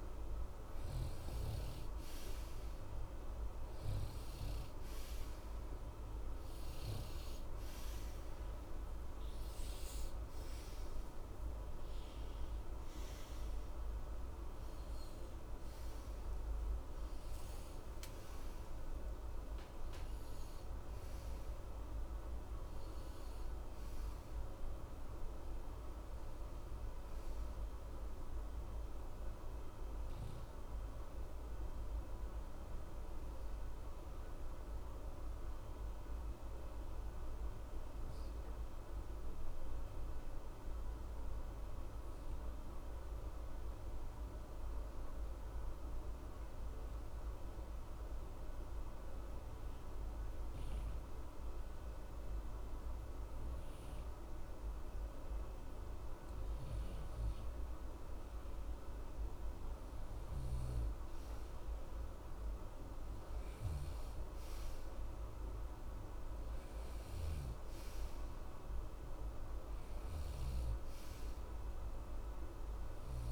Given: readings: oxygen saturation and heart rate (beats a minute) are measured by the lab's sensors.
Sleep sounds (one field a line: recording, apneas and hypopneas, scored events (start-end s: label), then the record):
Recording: breathing in sleep, hard to hear, by a room microphone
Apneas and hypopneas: 1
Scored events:
9.50-14.50 s: arousal
35.00-55.50 s: obstructive apnea (oxygen 92% before, 90% lowest, heart rate 79 before, 61 extreme, up 0 after)
59.50-64.00 s: arousal
64.00-73.32 s: oxygen desaturation (device-marked, oxygen 96% before, 90% lowest, heart rate 61 before, 61 extreme)
From the record:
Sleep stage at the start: N2 (light sleep)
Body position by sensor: on the right side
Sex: male